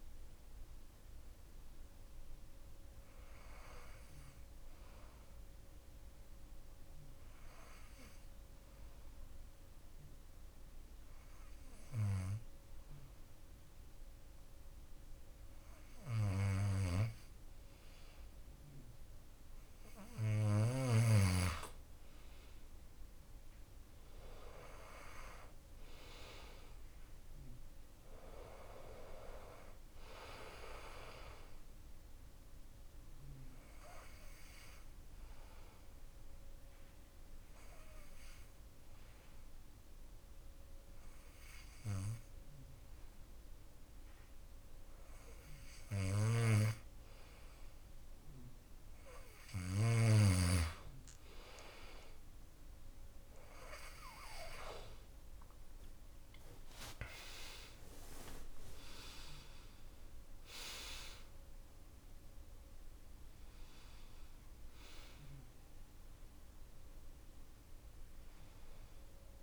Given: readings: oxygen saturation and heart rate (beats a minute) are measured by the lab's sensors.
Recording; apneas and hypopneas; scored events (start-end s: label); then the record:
breathing in sleep by a room microphone; 2
0.00-10.00 s: oxygen desaturation (device-marked, oxygen 91% lowest)
6.00-17.50 s: obstructive apnea (oxygen 96% before, 91% lowest)
19.00-23.00 s: arousal
25.00-47.00 s: oxygen desaturation (device-marked, oxygen 96% before, 92% lowest)
32.00-47.50 s: obstructive apnea (oxygen 96% before, 92% lowest)
53.50-58.50 s: arousal
56.00-69.42 s: oxygen desaturation (device-marked, oxygen 96% before, 92% lowest)
From the record:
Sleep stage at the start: N2 (light sleep); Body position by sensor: on the back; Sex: male